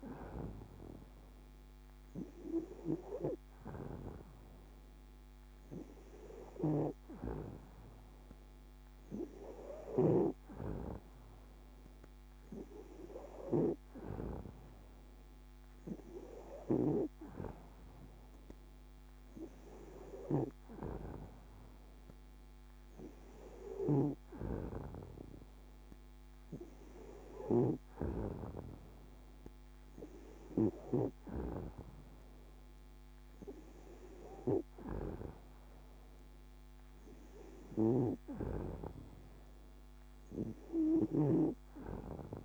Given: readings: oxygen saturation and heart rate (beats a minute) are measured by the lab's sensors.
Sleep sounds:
breathing in sleep by a microphone on the trachea; none
none scored
From the record:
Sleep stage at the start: N2 (light sleep); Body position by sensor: on the back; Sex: female

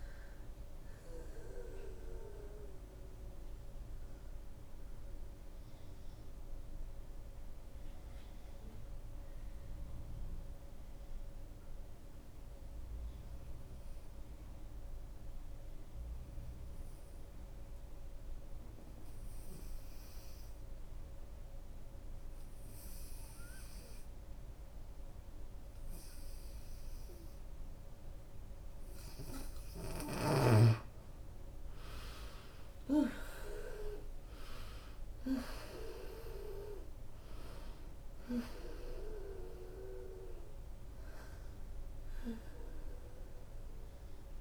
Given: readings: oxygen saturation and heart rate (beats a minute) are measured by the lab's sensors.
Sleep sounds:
breathing in sleep by a room microphone; 1
0.00-8.50 s: drop in pulse transit time (device-marked, heart rate 67 extreme)
0.00-12.50 s: oxygen desaturation (device-marked, oxygen 84% lowest, heart rate 65 extreme)
5.50-27.50 s: obstructive apnea (oxygen 95% before, 84% lowest, heart rate 78 before, 65 extreme, up 15 after)
20.50-44.41 s: oxygen desaturation (device-marked, oxygen 96% before, 84% lowest, heart rate 70 before, 65 extreme)
31.50-36.50 s: arousal
32.50-44.41 s: drop in pulse transit time (device-marked, heart rate 68 before, 65 extreme)
From the record:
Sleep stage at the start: N2 (light sleep); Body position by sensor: on the right side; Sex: female

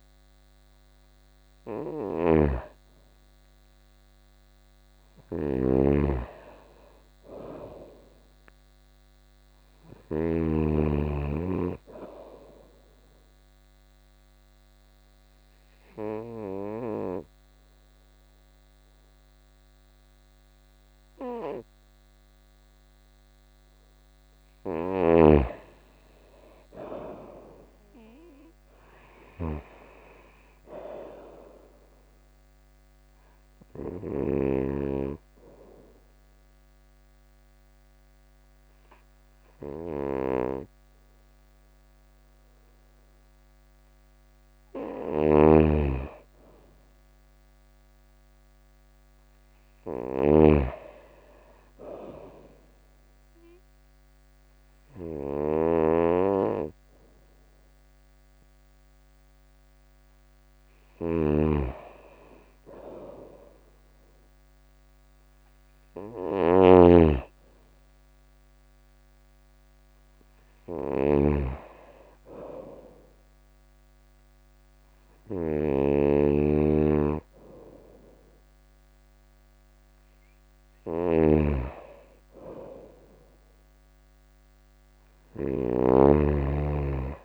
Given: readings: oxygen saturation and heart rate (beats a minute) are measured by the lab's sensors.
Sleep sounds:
breathing in sleep by a microphone on the trachea; 3
0.00-10.00 s: snoring (device-marked)
12.50-23.50 s: obstructive apnea (oxygen 95% before, 89% lowest, heart rate 82 before, 81 extreme, up 2 after)
24.00-85.00 s: snoring (device-marked)
25.00-28.50 s: arousal
31.50-45.50 s: oxygen desaturation (device-marked, oxygen 95% before, 89% lowest, heart rate 83 before, 81 extreme)
33.00-45.00 s: obstructive apnea (oxygen 95% before, 89% lowest, heart rate 83 before, 81 extreme, up 2 after)
46.00-50.00 s: arousal
52.50-62.50 s: obstructive apnea (oxygen 97% before, 89% lowest, heart rate 82 before, 81 extreme, up 0 after)
57.50-71.50 s: oxygen desaturation (device-marked, oxygen 97% before, 91% lowest, heart rate 82 before, 81 extreme)
64.50-68.00 s: arousal
From the record:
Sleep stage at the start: N2 (light sleep); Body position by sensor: on the right side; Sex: female

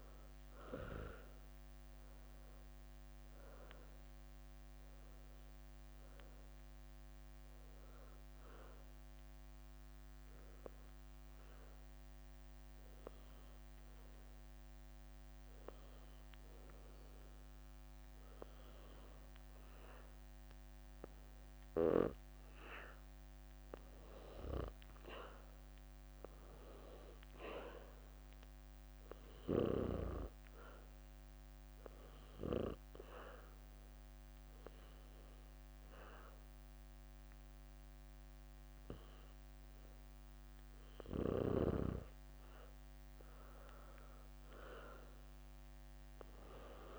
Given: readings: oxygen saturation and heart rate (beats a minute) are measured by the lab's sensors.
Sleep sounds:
breathing in sleep by a microphone on the trachea; 2
0.00-5.00 s: arousal
5.50-21.50 s: oxygen desaturation (device-marked, oxygen 96% before, 90% lowest, heart rate 66 before, 62 extreme)
9.50-20.50 s: hypopnea (oxygen 96% before, 90% lowest, heart rate 69 before, 62 extreme, up 8 after)
22.00-25.00 s: arousal
27.50-44.50 s: oxygen desaturation (device-marked, oxygen 96% before, 92% lowest, heart rate 66 before, 62 extreme)
32.00-42.50 s: obstructive apnea (oxygen 96% before, 90% lowest, heart rate 66 before, 62 extreme, up 10 after)
45.50-46.99 s: arousal
From the record:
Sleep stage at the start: N2 (light sleep); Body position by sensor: on the back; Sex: female

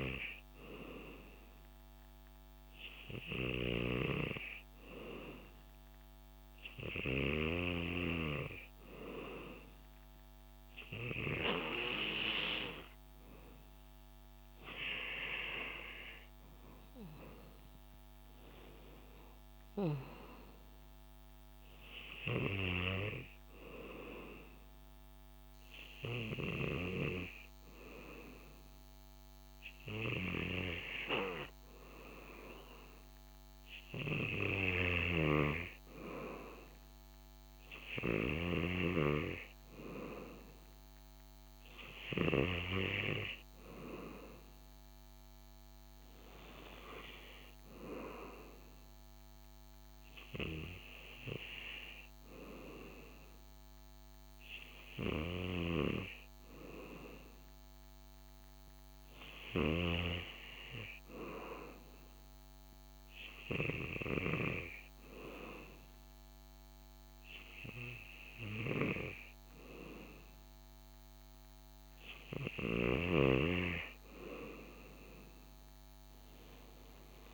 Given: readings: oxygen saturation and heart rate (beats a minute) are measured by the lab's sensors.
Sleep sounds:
breathing in sleep by a microphone on the trachea; none
14.00-34.00 s: oxygen desaturation (device-marked, oxygen 98% before, 94% lowest, heart rate 68 before, 65 extreme)
From the record:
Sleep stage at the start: N2 (light sleep); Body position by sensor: on the back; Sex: male

